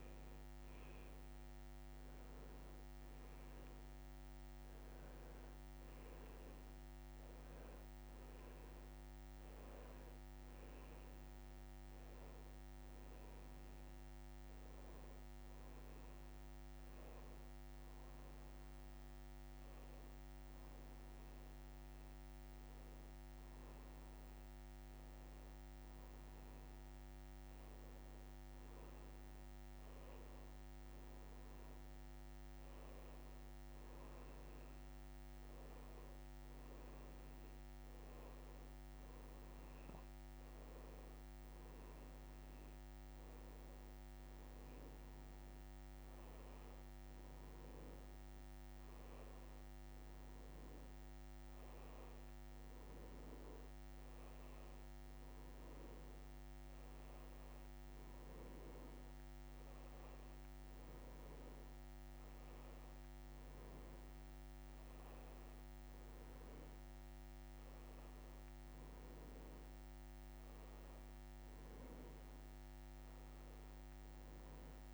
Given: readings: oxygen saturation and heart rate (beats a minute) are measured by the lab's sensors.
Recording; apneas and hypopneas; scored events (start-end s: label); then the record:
a person partly awake in a sleep study, hard to hear, by a microphone on the trachea; none
36.50-74.93 s: new sleep stage, N2 (light sleep)
From the record:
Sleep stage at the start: awake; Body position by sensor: on the back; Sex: male